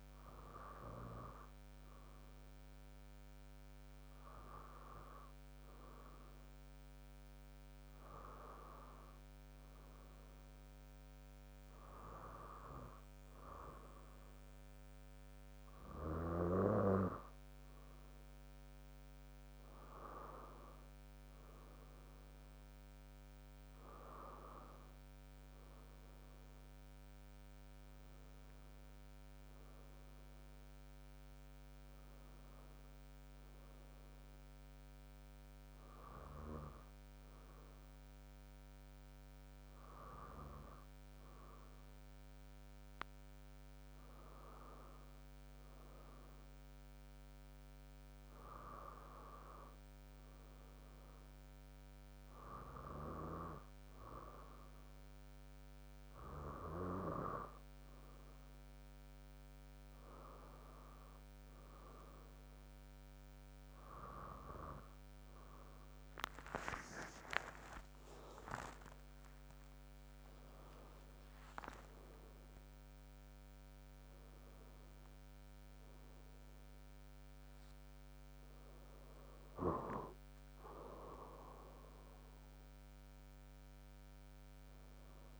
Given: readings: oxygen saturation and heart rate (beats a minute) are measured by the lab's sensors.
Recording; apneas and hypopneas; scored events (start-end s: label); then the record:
breathing in sleep by a microphone on the trachea; none
9.50-11.50 s: long interval between heartbeats (device-marked, heart rate 64 before, 69 extreme)
13.50-15.50 s: long interval between heartbeats (device-marked, heart rate 65 before, 87 extreme)
23.50-25.50 s: long interval between heartbeats (device-marked, heart rate 73 before, 78 extreme)
24.00-28.50 s: arousal
27.50-29.50 s: long interval between heartbeats (device-marked, heart rate 77 before, 84 extreme)
34.50-36.50 s: long interval between heartbeats (device-marked, heart rate 78 before, 69 extreme)
42.00-44.00 s: long interval between heartbeats (device-marked, heart rate 72 before, 70 extreme)
45.00-47.00 s: long interval between heartbeats (device-marked, heart rate 72 before, 79 extreme)
50.50-52.50 s: long interval between heartbeats (device-marked, heart rate 71 before, 71 extreme)
66.50-71.50 s: arousal
67.50-69.50 s: long interval between heartbeats (device-marked, heart rate 67 before, 87 extreme)
72.00-74.00 s: long interval between heartbeats (device-marked, heart rate 70 before, 98 extreme)
From the record:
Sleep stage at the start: N2 (light sleep); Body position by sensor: on the right side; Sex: female